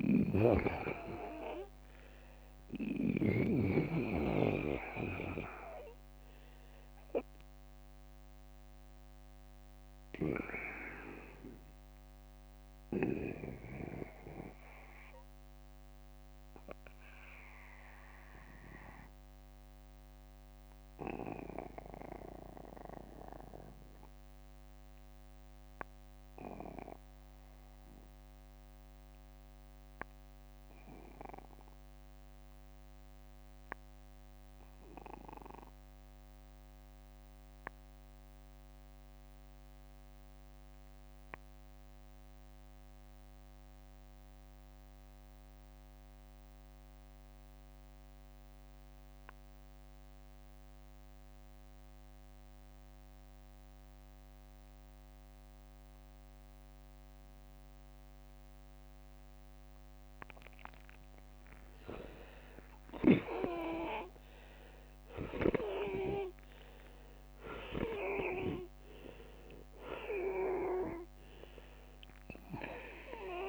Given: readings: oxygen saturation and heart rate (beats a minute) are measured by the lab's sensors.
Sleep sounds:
breathing in sleep by a microphone on the trachea; 1
0.00-3.00 s: snoring (device-marked)
4.00-59.50 s: obstructive apnea (oxygen 95% before, 74% lowest, heart rate 63 before, 35 extreme, up 29 after)
14.00-16.00 s: long interval between heartbeats (device-marked, heart rate 63 before, 61 extreme)
47.50-73.49 s: oxygen desaturation (device-marked, oxygen 95% before, 84% lowest, heart rate 52 before, 35 extreme)
48.00-50.00 s: long interval between heartbeats (device-marked, heart rate 52 before, 50 extreme)
61.00-64.50 s: arousal
61.50-73.49 s: new sleep stage, N1 (lightest sleep)
From the record:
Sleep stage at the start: N2 (light sleep); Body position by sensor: on the back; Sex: male

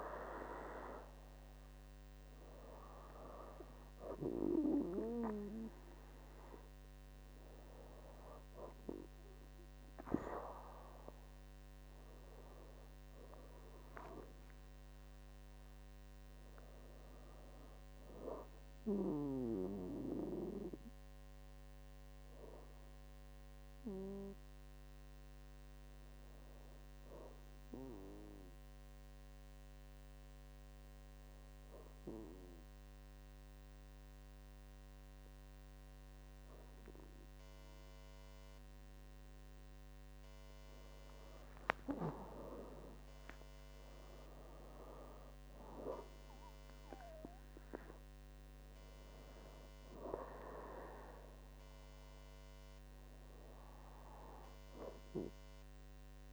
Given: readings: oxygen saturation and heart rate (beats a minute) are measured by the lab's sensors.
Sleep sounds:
breathing in sleep by a microphone on the trachea; 1
0.00-2.50 s: arousal
23.00-38.50 s: hypopnea (oxygen 97% before, 96% lowest, heart rate 67 before, 63 extreme, up 17 after)
40.00-43.50 s: arousal
From the record:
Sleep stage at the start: N2 (light sleep); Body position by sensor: on the back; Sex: female

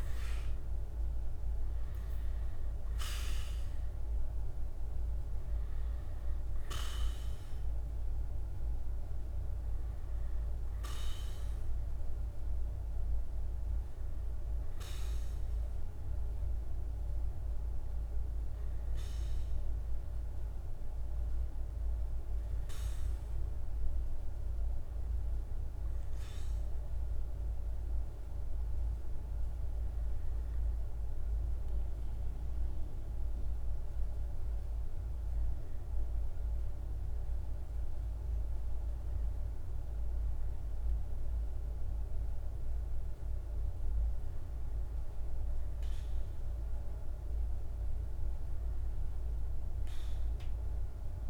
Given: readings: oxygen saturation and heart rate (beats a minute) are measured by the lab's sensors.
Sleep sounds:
breathing in sleep, hard to hear, by a room microphone; 1
29.00-42.50 s: hypopnea (oxygen 99% before, 92% lowest, heart rate 52 before, 50 extreme, up 0 after)
46.00-49.50 s: arousal
From the record:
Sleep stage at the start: REM sleep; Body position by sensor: on the back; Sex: male

